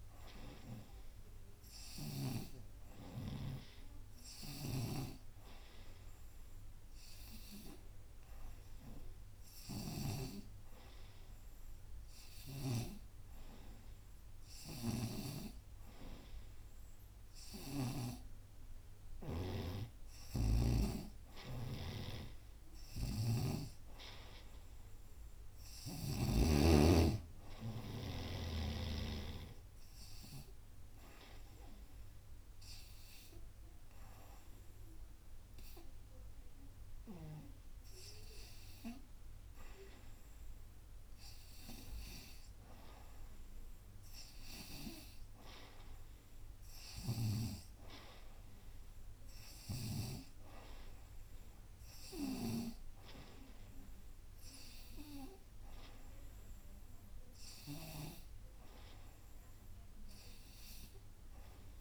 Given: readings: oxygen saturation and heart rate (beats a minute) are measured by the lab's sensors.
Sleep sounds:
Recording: breathing in sleep by a room microphone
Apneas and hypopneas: 1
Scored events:
0.00-2.50 s: snoring (device-marked)
4.50-13.00 s: snoring (device-marked)
20.00-26.50 s: snoring (device-marked)
32.00-42.50 s: hypopnea (oxygen 93% before, 89% lowest, heart rate 88 before, 86 extreme)
46.00-50.00 s: arousal
50.00-61.81 s: oxygen desaturation (device-marked, oxygen 94% before, 90% lowest, heart rate 88 before, 86 extreme)
57.50-61.81 s: snoring (device-marked)
From the record:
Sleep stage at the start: N2 (light sleep)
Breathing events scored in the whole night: 164 in 5.3 hours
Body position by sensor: on the right side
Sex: female

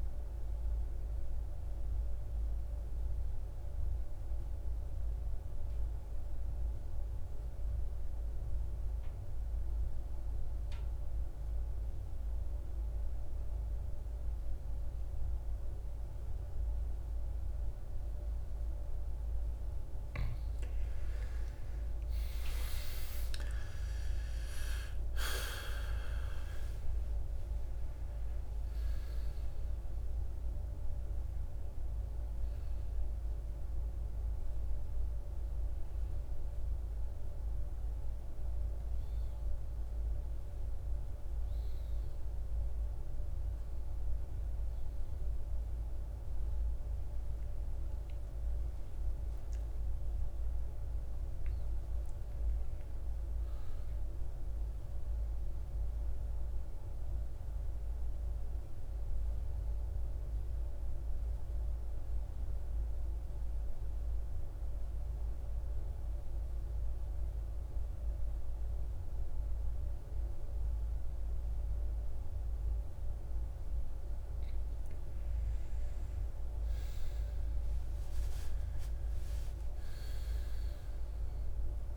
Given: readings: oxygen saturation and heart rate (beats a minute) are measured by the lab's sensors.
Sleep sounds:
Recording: breathing in sleep, hard to hear, by a room microphone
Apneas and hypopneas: 2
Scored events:
0.00-11.50 s: oxygen desaturation (device-marked, oxygen 91% lowest, heart rate 57 extreme)
0.50-17.50 s: mixed apnea (oxygen 96% before, 86% lowest, heart rate 60 before, 57 extreme, up 15 after)
21.00-26.00 s: arousal
24.50-48.50 s: oxygen desaturation (device-marked, oxygen 96% before, 86% lowest, heart rate 60 before, 53 extreme)
48.00-52.50 s: arousal
57.50-72.50 s: central apnea (oxygen 99% before, 88% lowest, heart rate 60 before, 53 extreme, up 16 after)
74.50-81.97 s: oxygen desaturation (device-marked, oxygen 97% before, 88% lowest, heart rate 56 before, 53 extreme)
75.50-81.00 s: arousal
From the record:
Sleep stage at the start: N2 (light sleep)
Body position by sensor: on the right side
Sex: male

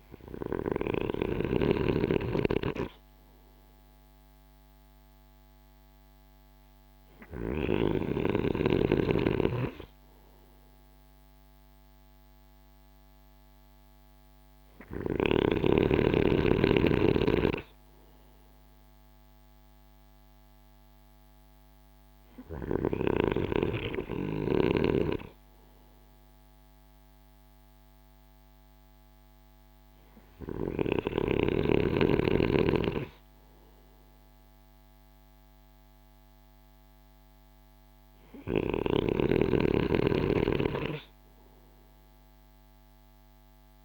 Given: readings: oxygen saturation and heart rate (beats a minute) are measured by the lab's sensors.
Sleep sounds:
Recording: breathing in sleep by a microphone on the trachea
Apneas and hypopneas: none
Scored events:
none scored
From the record:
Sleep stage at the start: N2 (light sleep)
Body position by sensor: on the right side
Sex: male

